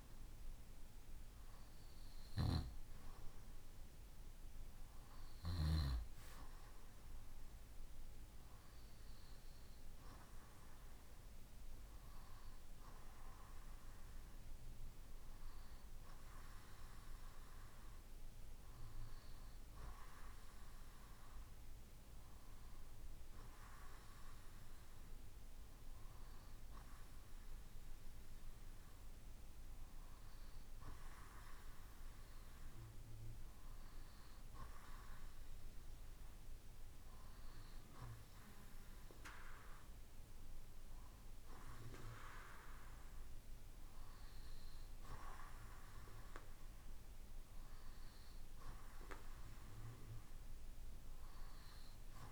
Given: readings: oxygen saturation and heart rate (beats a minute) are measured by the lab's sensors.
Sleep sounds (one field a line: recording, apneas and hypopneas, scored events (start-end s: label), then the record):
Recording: breathing in sleep by a room microphone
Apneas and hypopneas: none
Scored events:
none scored
From the record:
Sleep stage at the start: REM sleep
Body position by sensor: on the right side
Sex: male